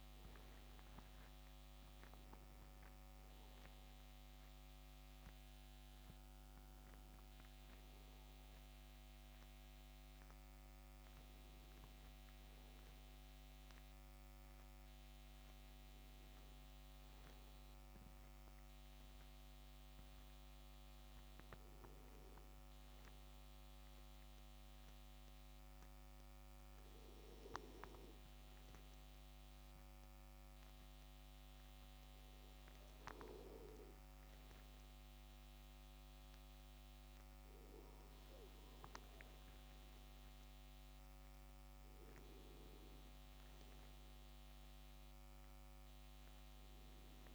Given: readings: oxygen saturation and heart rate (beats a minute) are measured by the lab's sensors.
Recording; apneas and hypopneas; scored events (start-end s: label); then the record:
a person partly awake in a sleep study, hard to hear, by a microphone on the trachea; 1
5.50-47.35 s: new sleep stage, N1 (lightest sleep)
11.00-41.50 s: hypopnea (oxygen 100% before, 95% lowest)
44.00-47.35 s: arousal
From the record:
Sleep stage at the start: awake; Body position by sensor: on the left side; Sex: male